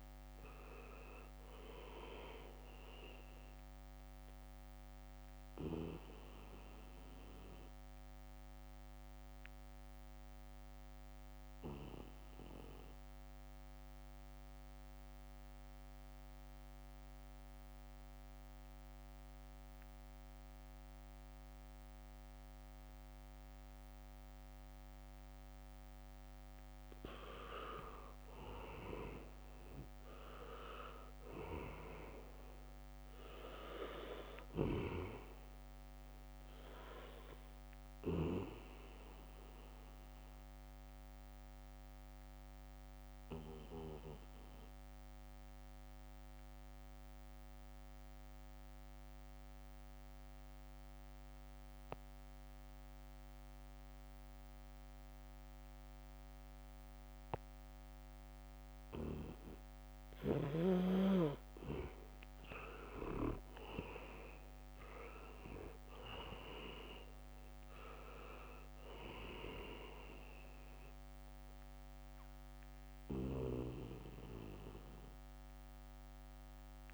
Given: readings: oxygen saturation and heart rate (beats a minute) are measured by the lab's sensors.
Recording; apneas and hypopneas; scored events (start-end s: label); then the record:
breathing in sleep by a microphone on the trachea; 2
0.00-2.00 s: arousal
0.00-2.50 s: leg movement (device-marked)
0.00-24.50 s: oxygen desaturation (device-marked, oxygen 84% lowest, heart rate 67 extreme)
8.00-26.00 s: central apnea (oxygen 96% before, 82% lowest, heart rate 69 before, 67 extreme, up 2 after)
28.00-31.50 s: arousal
30.50-49.50 s: oxygen desaturation (device-marked, oxygen 98% before, 85% lowest, heart rate 71 before, 67 extreme)
38.50-62.00 s: mixed apnea (oxygen 98% before, 82% lowest, heart rate 71 before, 67 extreme, up 0 after)
50.50-59.00 s: leg movement (device-marked)
61.50-76.94 s: oxygen desaturation (device-marked, oxygen 98% before, 82% lowest, heart rate 72 before, 67 extreme)
64.00-68.50 s: arousal
From the record:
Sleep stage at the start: N2 (light sleep); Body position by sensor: on the back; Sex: male